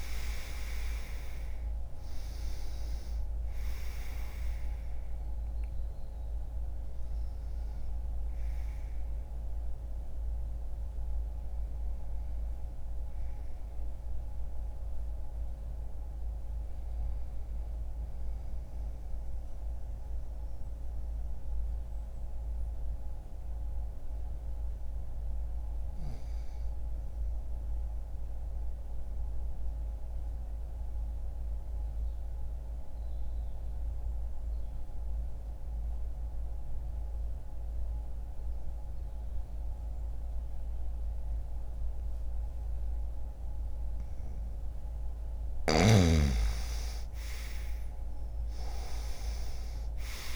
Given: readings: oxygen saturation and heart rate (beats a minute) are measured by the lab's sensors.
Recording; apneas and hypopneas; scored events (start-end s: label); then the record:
breathing in sleep by a room microphone; 1
0.00-12.00 s: oxygen desaturation (device-marked, oxygen 89% lowest, heart rate 60 extreme)
19.00-34.00 s: oxygen desaturation (device-marked, oxygen 91% before, 87% lowest, heart rate 63 before, 60 extreme)
19.00-43.50 s: mixed apnea (oxygen 95% before, 87% lowest, heart rate 63 before, 59 extreme, up 2 after)
44.50-49.50 s: arousal
49.00-50.36 s: oxygen desaturation (device-marked, oxygen 98% before, 93% lowest, heart rate 61 before, 59 extreme)
From the record:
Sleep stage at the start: N2 (light sleep); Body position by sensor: on the right side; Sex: male